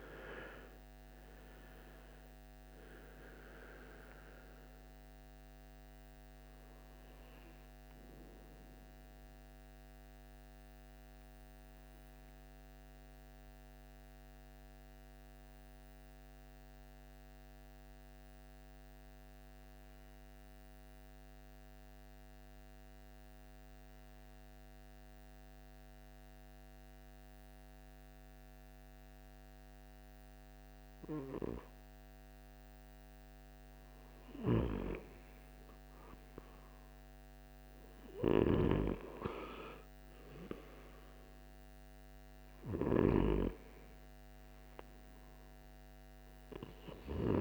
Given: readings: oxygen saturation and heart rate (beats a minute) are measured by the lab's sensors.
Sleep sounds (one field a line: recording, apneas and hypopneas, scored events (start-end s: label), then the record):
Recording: breathing in sleep by a microphone on the trachea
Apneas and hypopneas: 1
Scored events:
0.00-18.00 s: oxygen desaturation (device-marked, oxygen 84% lowest, heart rate 52 extreme)
14.00-31.00 s: obstructive apnea (oxygen 97% before, 88% lowest, heart rate 67 before, 52 extreme, up 10 after)
32.50-36.50 s: arousal
38.00-47.41 s: oxygen desaturation (device-marked, oxygen 98% before, 92% lowest, heart rate 55 before, 61 extreme)
From the record:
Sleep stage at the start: N2 (light sleep)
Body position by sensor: on the right side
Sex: male